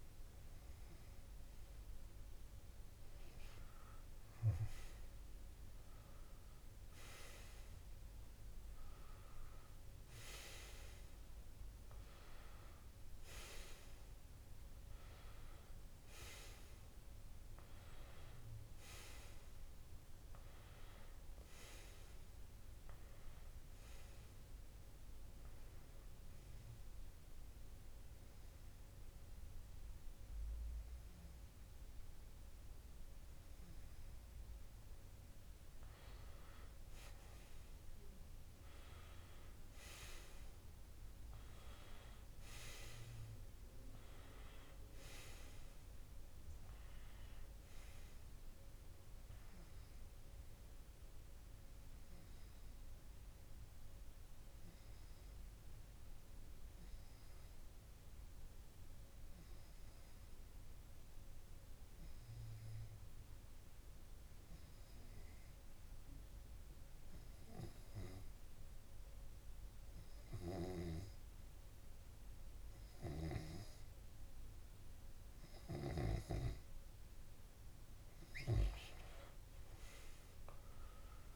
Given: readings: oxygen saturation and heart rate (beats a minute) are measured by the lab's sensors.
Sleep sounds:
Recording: breathing in sleep by a room microphone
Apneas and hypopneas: 2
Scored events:
5.50-10.00 s: arousal
26.50-36.50 s: hypopnea (oxygen 98% before, 94% lowest)
38.00-42.00 s: arousal
52.50-77.00 s: hypopnea (oxygen 97% before, 94% lowest)
79.00-81.36 s: arousal
From the record:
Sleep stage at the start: N2 (light sleep)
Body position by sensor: on the left side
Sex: male

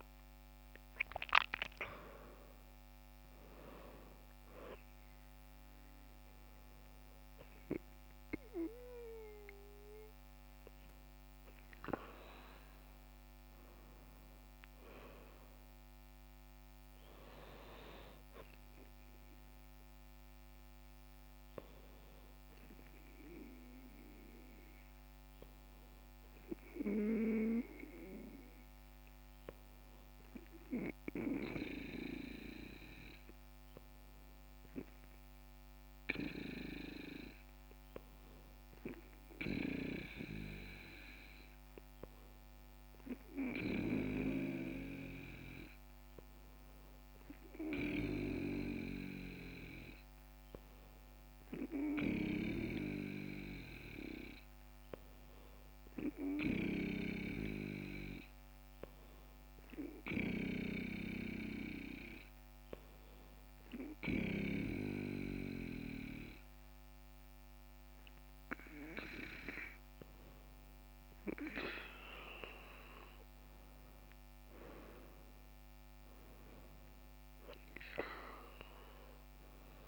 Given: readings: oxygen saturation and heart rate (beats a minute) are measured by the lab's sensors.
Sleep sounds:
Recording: breathing in sleep by a microphone on the trachea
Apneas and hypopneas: 2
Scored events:
13.00-16.00 s: arousal
19.50-34.00 s: hypopnea (oxygen 96% before, 94% lowest, heart rate 70 before, 62 extreme, up 3 after)
36.00-39.50 s: arousal
55.50-69.50 s: hypopnea (oxygen 96% before, 94% lowest, heart rate 64 before, 64 extreme, up 3 after)
71.00-74.50 s: arousal
From the record:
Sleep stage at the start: N2 (light sleep)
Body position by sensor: on the back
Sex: female

